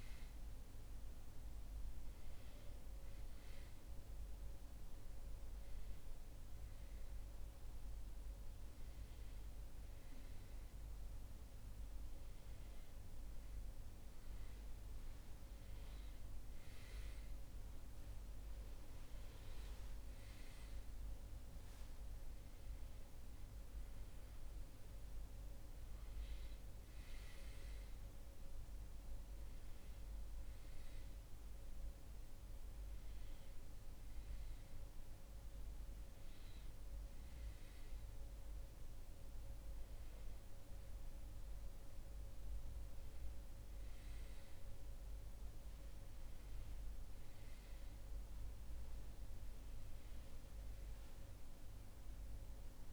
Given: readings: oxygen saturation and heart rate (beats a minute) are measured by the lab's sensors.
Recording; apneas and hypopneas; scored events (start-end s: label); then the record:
breathing in sleep, hard to hear, by a room microphone; none
40.00-52.93 s: new sleep stage, N2 (light sleep)
From the record:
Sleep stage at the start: N1 (lightest sleep); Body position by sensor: on the back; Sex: male